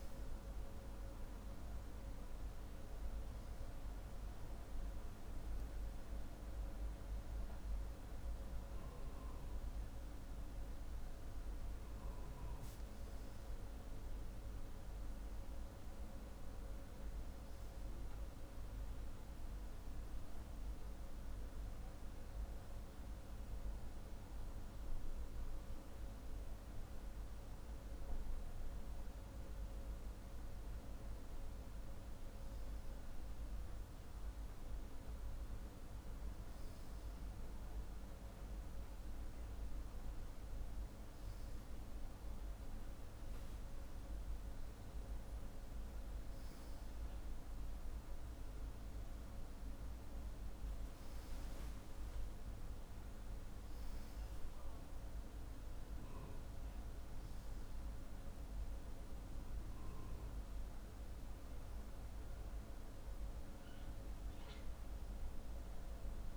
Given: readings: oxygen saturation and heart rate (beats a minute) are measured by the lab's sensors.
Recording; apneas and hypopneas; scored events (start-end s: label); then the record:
breathing in sleep, hard to hear, by a room microphone; none
none scored
From the record:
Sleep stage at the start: N2 (light sleep); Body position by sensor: on the left side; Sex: male